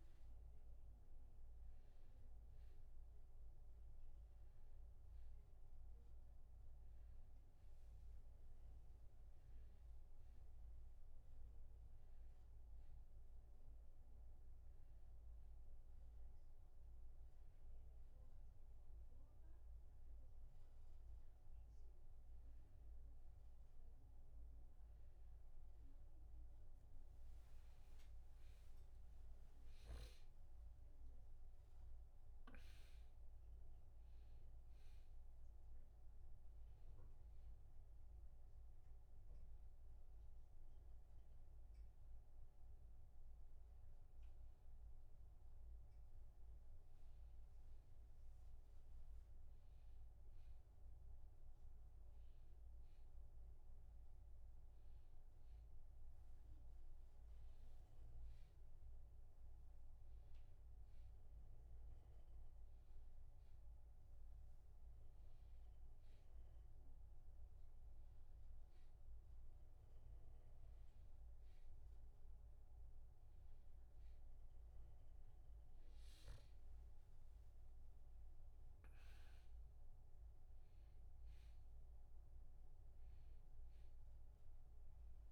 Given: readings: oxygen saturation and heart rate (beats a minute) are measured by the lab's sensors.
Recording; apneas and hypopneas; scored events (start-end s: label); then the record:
a person awake in a sleep study, hard to hear, by a room microphone; none
none scored
From the record:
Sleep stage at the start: awake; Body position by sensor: on the back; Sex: male